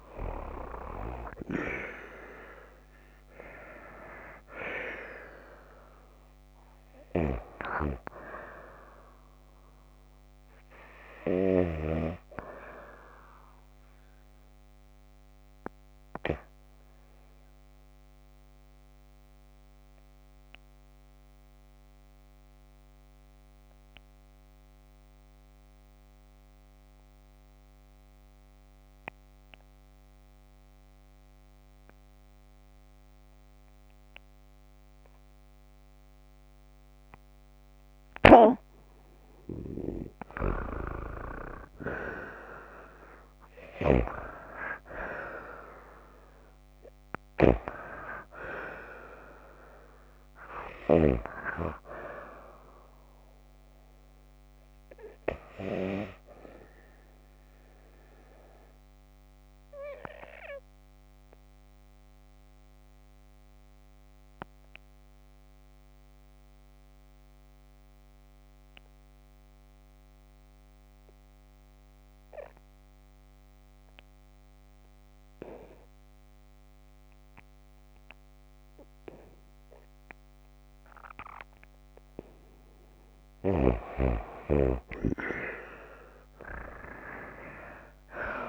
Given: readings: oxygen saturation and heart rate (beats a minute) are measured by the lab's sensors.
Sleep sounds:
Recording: breathing in sleep by a microphone on the trachea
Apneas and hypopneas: 2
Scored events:
0.00-9.50 s: oxygen desaturation (device-marked, oxygen 91% lowest)
7.00-12.00 s: snoring (device-marked)
17.50-37.50 s: obstructive apnea (oxygen 96% before, 87% lowest)
38.50-47.50 s: oxygen desaturation (device-marked, oxygen 96% before, 90% lowest)
39.50-43.00 s: arousal
43.50-51.00 s: snoring (device-marked)
57.00-81.50 s: obstructive apnea (oxygen 96% before, 87% lowest)
77.50-88.49 s: oxygen desaturation (device-marked, oxygen 96% before, 87% lowest)
84.50-88.49 s: arousal
From the record:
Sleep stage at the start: N2 (light sleep)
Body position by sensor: on the back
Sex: female

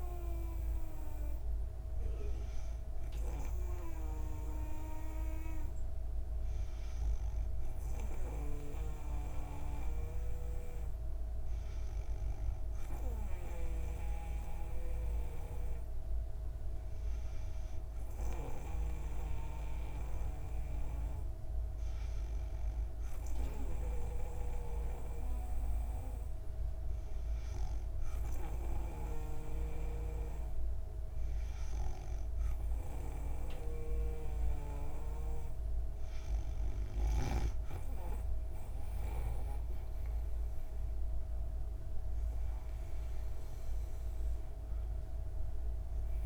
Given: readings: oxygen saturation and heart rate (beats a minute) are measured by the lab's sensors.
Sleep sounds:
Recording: breathing in sleep by a room microphone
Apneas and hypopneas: none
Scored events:
13.00-37.00 s: snoring (device-marked)
From the record:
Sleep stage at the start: N2 (light sleep)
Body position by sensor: on the back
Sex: female

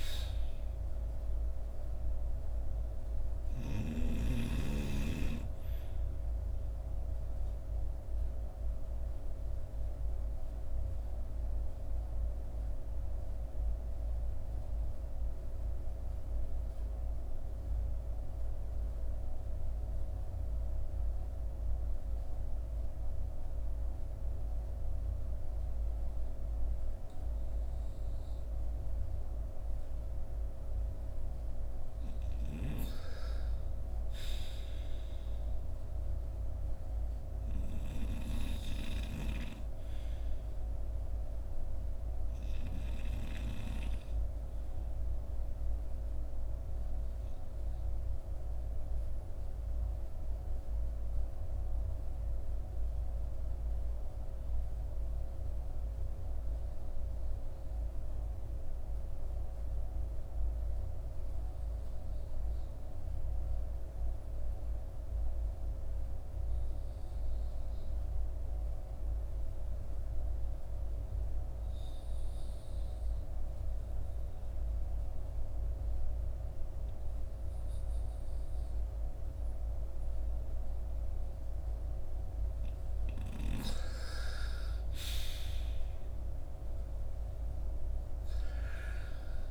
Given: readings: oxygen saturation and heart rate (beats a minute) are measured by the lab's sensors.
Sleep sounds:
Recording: breathing in sleep by a room microphone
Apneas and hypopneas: 2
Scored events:
0.00-4.00 s: snoring (device-marked)
0.00-35.00 s: oxygen desaturation (device-marked, oxygen 79% lowest, heart rate 45 extreme)
7.00-32.50 s: mixed apnea (oxygen 96% before, 79% lowest, heart rate 60 before, 45 extreme, up 3 after)
34.50-39.00 s: arousal
42.50-83.50 s: obstructive apnea (oxygen 97% before, 77% lowest, heart rate 50 before, 46 extreme, up 18 after)
55.00-72.00 s: oxygen desaturation (device-marked, oxygen 95% before, 86% lowest, heart rate 54 before, 46 extreme)
74.00-89.50 s: oxygen desaturation (device-marked, oxygen 91% before, 77% lowest, heart rate 51 before, 51 extreme)
85.00-89.50 s: arousal
From the record:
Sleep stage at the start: REM sleep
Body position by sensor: on the front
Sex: male

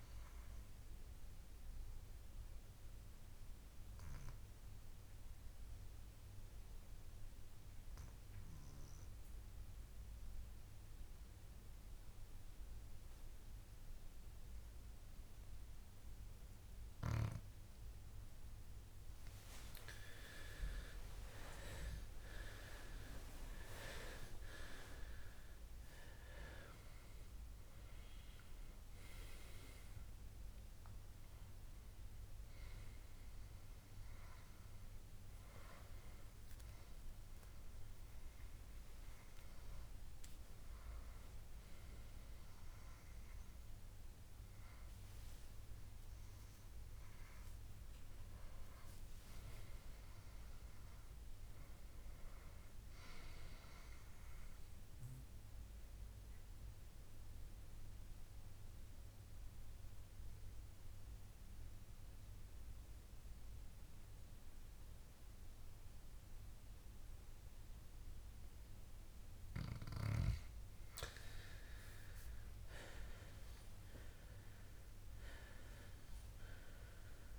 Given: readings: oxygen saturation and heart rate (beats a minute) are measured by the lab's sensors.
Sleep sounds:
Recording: breathing in sleep by a room microphone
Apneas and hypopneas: 2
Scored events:
1.50-18.50 s: obstructive apnea (oxygen 99% before, 92% lowest, heart rate 74 before, 63 extreme, up 20 after)
20.00-23.00 s: arousal
21.50-23.50 s: long interval between heartbeats (device-marked, heart rate 67 before, 71 extreme)
22.00-45.00 s: oxygen desaturation (device-marked, oxygen 98% before, 92% lowest, heart rate 67 before, 63 extreme)
46.50-49.50 s: arousal
53.50-70.00 s: obstructive apnea (oxygen 99% before, 91% lowest, heart rate 76 before, 62 extreme, up 13 after)
72.00-75.50 s: arousal
76.00-77.39 s: oxygen desaturation (device-marked, oxygen 98% before, 92% lowest, heart rate 66 before, 62 extreme)
From the record:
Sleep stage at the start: N2 (light sleep)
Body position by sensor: on the back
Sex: male

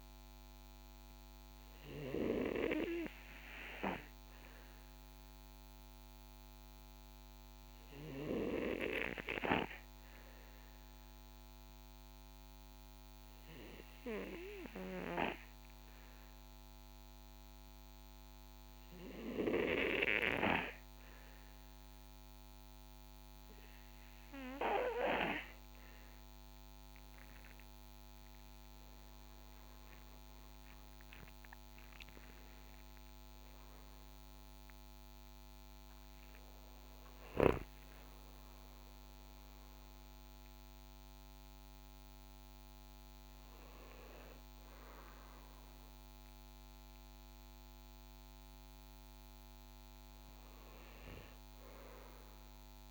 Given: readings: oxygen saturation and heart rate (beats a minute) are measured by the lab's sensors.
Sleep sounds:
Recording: breathing in sleep by a microphone on the trachea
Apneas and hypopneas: 1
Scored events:
2.50-25.50 s: hypopnea (oxygen 92% before, 89% lowest, heart rate 62 before, 60 extreme, up 20 after)
27.50-32.00 s: arousal
From the record:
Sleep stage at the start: N2 (light sleep)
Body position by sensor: on the back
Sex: male

